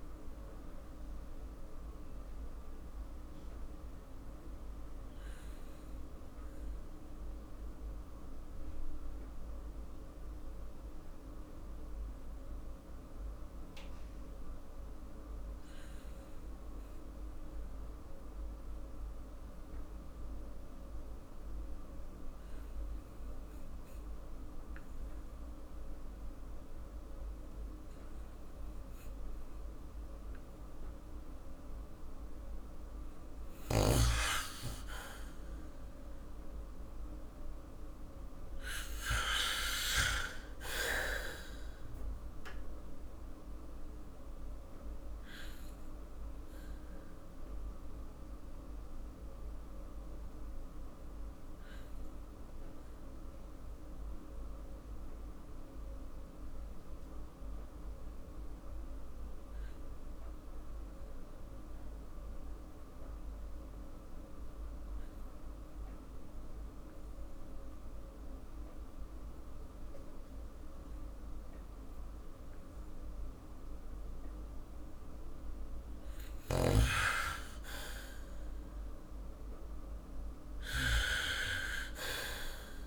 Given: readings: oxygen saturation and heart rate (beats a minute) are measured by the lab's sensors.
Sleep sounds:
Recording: breathing in sleep by a room microphone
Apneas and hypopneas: 2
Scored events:
1.00-33.00 s: obstructive apnea (oxygen 99% before, 92% lowest, heart rate 54 before, 45 extreme, up 3 after)
29.50-43.50 s: oxygen desaturation (device-marked, oxygen 98% before, 92% lowest, heart rate 49 before, 46 extreme)
35.00-39.00 s: arousal
43.00-73.50 s: obstructive apnea (oxygen 98% before, 92% lowest, heart rate 53 before, 46 extreme, up 7 after)
76.50-82.50 s: oxygen desaturation (device-marked, oxygen 98% before, 94% lowest, heart rate 49 before, 48 extreme)
77.00-81.00 s: arousal
From the record:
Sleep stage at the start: N2 (light sleep)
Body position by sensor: on the back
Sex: male

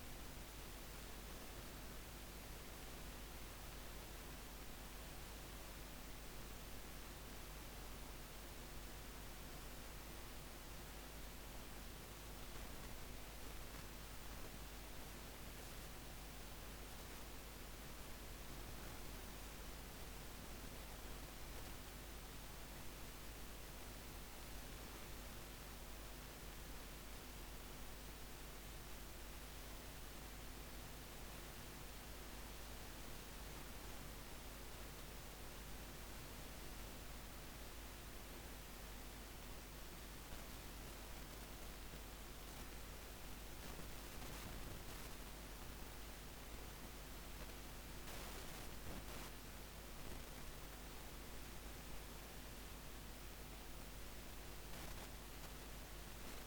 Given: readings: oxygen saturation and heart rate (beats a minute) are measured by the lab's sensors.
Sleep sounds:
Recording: breathing in sleep, hard to hear, by a microphone on the trachea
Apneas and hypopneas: none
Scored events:
none scored
From the record:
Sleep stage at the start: N1 (lightest sleep)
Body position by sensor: on the back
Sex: female

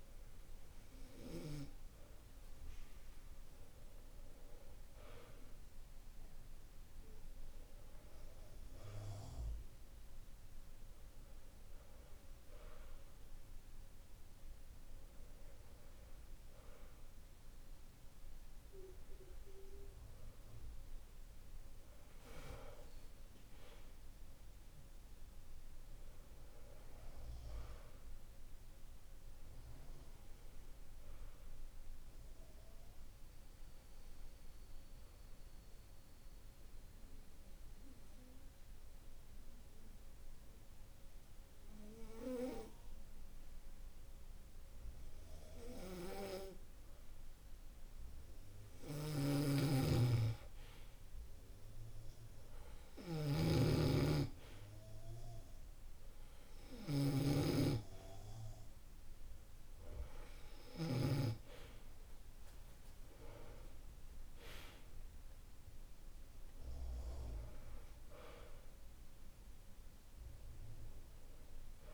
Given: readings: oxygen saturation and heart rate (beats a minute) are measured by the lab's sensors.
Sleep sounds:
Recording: breathing in sleep by a room microphone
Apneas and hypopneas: 1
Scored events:
22.50-26.00 s: arousal
33.00-47.50 s: obstructive apnea (oxygen 95% before, 91% lowest, heart rate 50 before, 50 extreme, up 5 after)
49.50-53.00 s: arousal
64.50-71.94 s: oxygen desaturation (device-marked, oxygen 94% before, 91% lowest, heart rate 52 before, 49 extreme)
From the record:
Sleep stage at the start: N2 (light sleep)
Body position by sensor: on the back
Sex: male

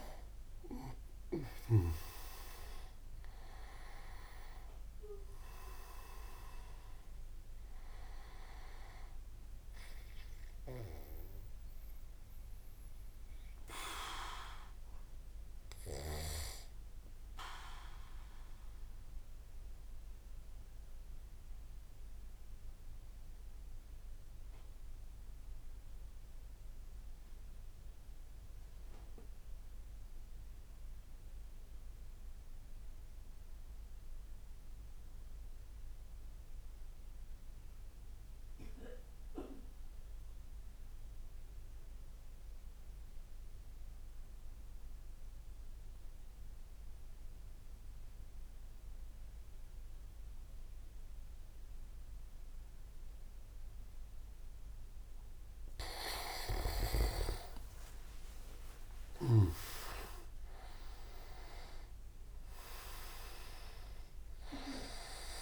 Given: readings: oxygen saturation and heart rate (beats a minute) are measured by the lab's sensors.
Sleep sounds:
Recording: breathing in sleep by a room microphone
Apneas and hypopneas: 1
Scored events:
0.00-1.50 s: snoring (device-marked)
0.00-11.00 s: oxygen desaturation (device-marked, oxygen 94% lowest)
16.00-54.00 s: mixed apnea (oxygen 97% before, 94% lowest)
42.00-65.42 s: oxygen desaturation (device-marked, oxygen 100% before, 94% lowest)
56.00-59.50 s: snoring (device-marked)
56.50-61.00 s: arousal
57.00-60.00 s: leg movement (device-marked)
From the record:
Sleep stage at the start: N2 (light sleep)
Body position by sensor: on the back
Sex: male

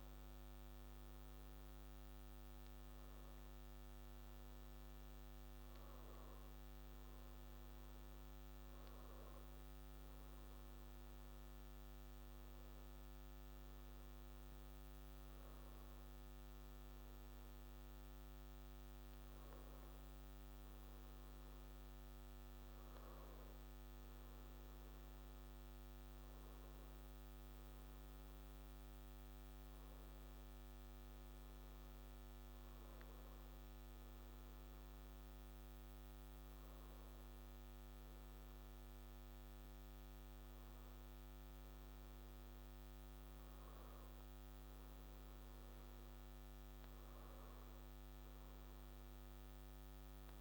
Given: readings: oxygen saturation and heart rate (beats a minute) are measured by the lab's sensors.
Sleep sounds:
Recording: breathing in sleep, hard to hear, by a microphone on the trachea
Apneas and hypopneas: none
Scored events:
none scored
From the record:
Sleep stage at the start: N2 (light sleep)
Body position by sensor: on the back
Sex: male

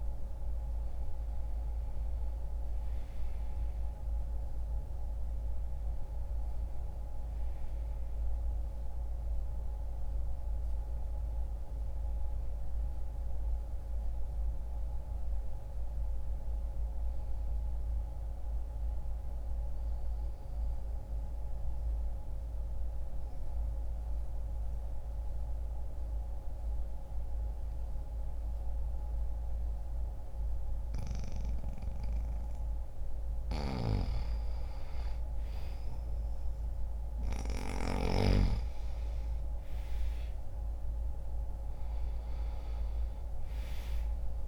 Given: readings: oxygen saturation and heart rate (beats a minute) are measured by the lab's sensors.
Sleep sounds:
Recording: breathing in sleep, hard to hear, by a room microphone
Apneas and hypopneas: 1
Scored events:
0.00-1.00 s: arousal
17.50-32.50 s: mixed apnea (oxygen 98% before, 90% lowest, heart rate 63 before, 61 extreme, up 2 after)
21.00-31.00 s: oxygen desaturation (device-marked, oxygen 95% before, 92% lowest, heart rate 63 before, 61 extreme)
35.00-39.50 s: arousal
From the record:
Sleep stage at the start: N2 (light sleep)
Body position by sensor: on the back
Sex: male

